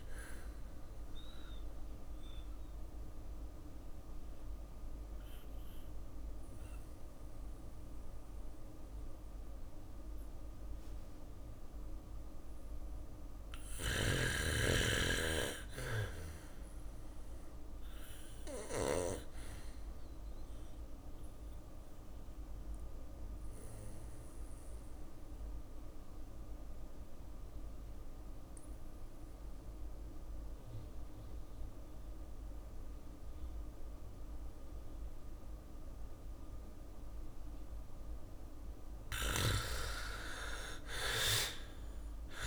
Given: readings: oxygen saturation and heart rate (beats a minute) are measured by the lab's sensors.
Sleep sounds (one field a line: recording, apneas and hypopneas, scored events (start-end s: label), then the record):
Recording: breathing in sleep by a room microphone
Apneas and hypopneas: 2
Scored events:
0.00-5.50 s: bradycardia (device-marked, heart rate 58 extreme)
0.50-11.50 s: obstructive apnea (oxygen 96% before, 86% lowest, heart rate 63 before, 54 extreme, up 1 after)
13.50-17.00 s: arousal
16.50-18.50 s: bradycardia (device-marked, heart rate 63 before, 60 extreme)
21.00-36.50 s: obstructive apnea (oxygen 99% before, 86% lowest, heart rate 60 before, 54 extreme, up 10 after)
23.50-37.50 s: bradycardia (device-marked, heart rate 63 before, 54 extreme)
38.50-42.47 s: drop in pulse transit time (device-marked, heart rate 58 before, 55 extreme)
39.00-42.47 s: arousal
40.50-42.47 s: oxygen desaturation (device-marked, oxygen 96% before, 86% lowest, heart rate 57 before, 58 extreme)
From the record:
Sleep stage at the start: N2 (light sleep)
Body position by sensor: on the back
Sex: male